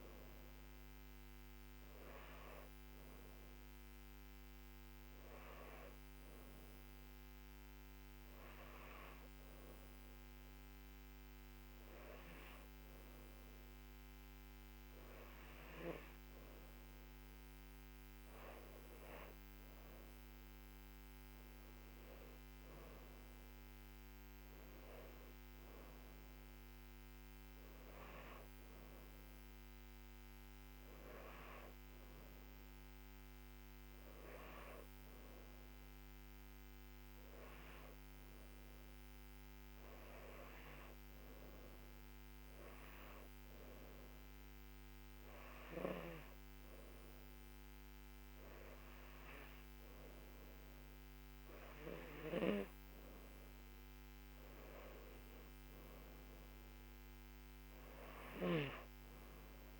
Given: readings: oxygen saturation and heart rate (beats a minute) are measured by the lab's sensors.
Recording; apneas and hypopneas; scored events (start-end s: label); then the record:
breathing in sleep by a microphone on the trachea; 2
1.50-15.50 s: hypopnea (oxygen 95% before, 93% lowest, heart rate 82 before, 74 extreme, up 5 after)
18.50-21.50 s: arousal
32.50-50.00 s: hypopnea (oxygen 96% before, 93% lowest, heart rate 79 before, 75 extreme, up 3 after)
51.50-55.00 s: arousal
From the record:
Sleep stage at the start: N2 (light sleep); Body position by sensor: on the left side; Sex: female